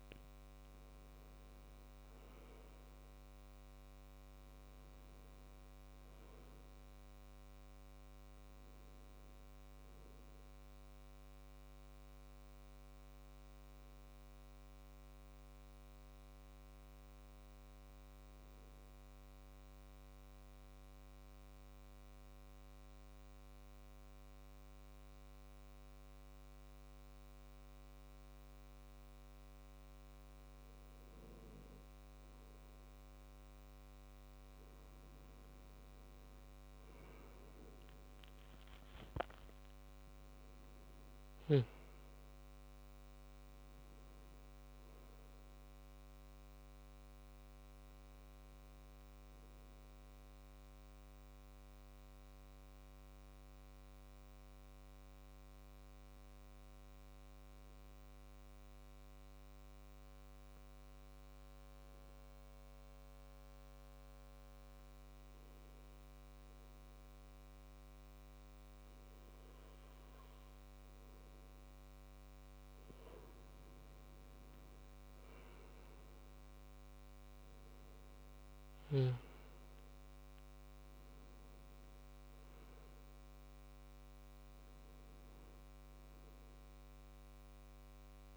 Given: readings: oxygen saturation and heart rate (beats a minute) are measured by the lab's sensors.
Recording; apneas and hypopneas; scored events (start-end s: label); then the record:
breathing in sleep, hard to hear, by a microphone on the trachea; 2
0.00-1.50 s: arousal
0.00-24.50 s: oxygen desaturation (device-marked, oxygen 92% lowest, heart rate 62 extreme)
12.00-32.50 s: obstructive apnea (oxygen 98% before, 92% lowest, heart rate 71 before, 62 extreme, up 9 after)
36.00-40.00 s: arousal
40.50-49.50 s: oxygen desaturation (device-marked, oxygen 98% before, 94% lowest, heart rate 67 before, 63 extreme)
48.50-71.50 s: obstructive apnea (oxygen 98% before, 93% lowest, heart rate 71 before, 64 extreme, up 7 after)
73.50-88.37 s: oxygen desaturation (device-marked, oxygen 98% before, 93% lowest, heart rate 67 before, 63 extreme)
74.50-78.50 s: arousal
From the record:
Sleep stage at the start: N2 (light sleep); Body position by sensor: on the back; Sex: male